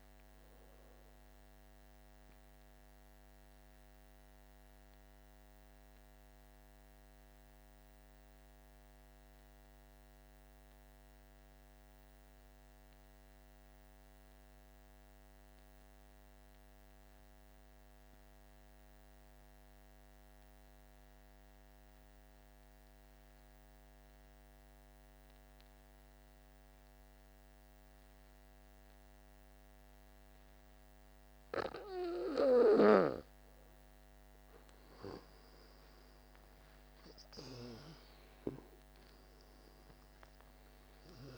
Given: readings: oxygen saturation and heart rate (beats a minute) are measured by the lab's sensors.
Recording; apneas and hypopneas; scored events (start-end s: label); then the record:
breathing in sleep by a microphone on the trachea; 1
0.00-8.50 s: oxygen desaturation (device-marked, oxygen 86% lowest, heart rate 48 extreme)
2.00-31.50 s: obstructive apnea (oxygen 98% before, 84% lowest, heart rate 57 before, 48 extreme, up 11 after)
25.50-41.38 s: oxygen desaturation (device-marked, oxygen 99% before, 84% lowest, heart rate 49 before, 48 extreme)
34.50-39.00 s: arousal
From the record:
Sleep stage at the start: N2 (light sleep); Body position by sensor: on the back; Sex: male